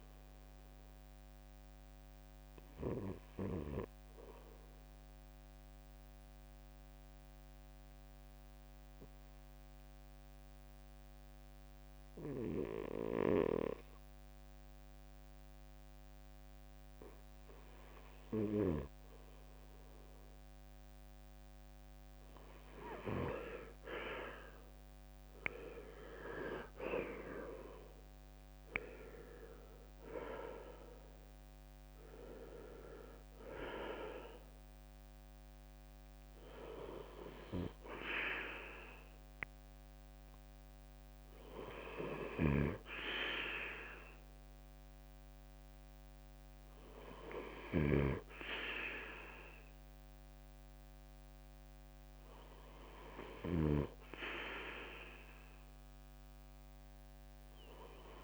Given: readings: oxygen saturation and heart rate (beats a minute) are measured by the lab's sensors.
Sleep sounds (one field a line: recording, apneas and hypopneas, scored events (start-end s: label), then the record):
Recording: breathing in sleep by a microphone on the trachea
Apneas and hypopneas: 1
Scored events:
0.00-2.00 s: arousal
3.50-16.50 s: drop in pulse transit time (device-marked, heart rate 69 before, 67 extreme)
5.00-18.50 s: obstructive apnea (oxygen 93% before, 86% lowest, heart rate 69 before, 66 extreme, up 6 after)
24.50-27.00 s: arousal
30.50-44.50 s: drop in pulse transit time (device-marked, heart rate 69 before, 73 extreme)
40.50-55.50 s: oxygen desaturation (device-marked, oxygen 91% before, 86% lowest, heart rate 73 before, 66 extreme)
42.00-53.50 s: snoring (device-marked)
From the record:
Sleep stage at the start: N2 (light sleep)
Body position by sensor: on the right side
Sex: male